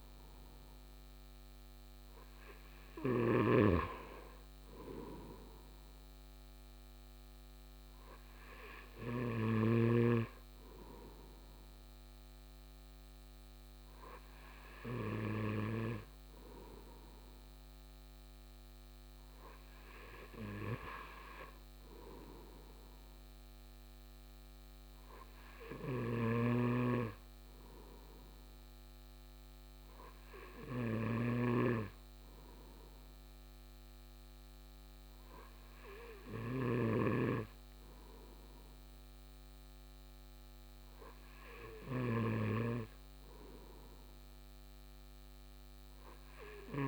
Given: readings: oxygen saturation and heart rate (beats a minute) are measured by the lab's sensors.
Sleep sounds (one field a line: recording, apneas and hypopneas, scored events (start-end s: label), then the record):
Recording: breathing in sleep by a microphone on the trachea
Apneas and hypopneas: none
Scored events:
0.00-3.00 s: snoring (device-marked)
25.50-46.88 s: snoring (device-marked)
From the record:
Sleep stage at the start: N2 (light sleep)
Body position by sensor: on the right side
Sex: male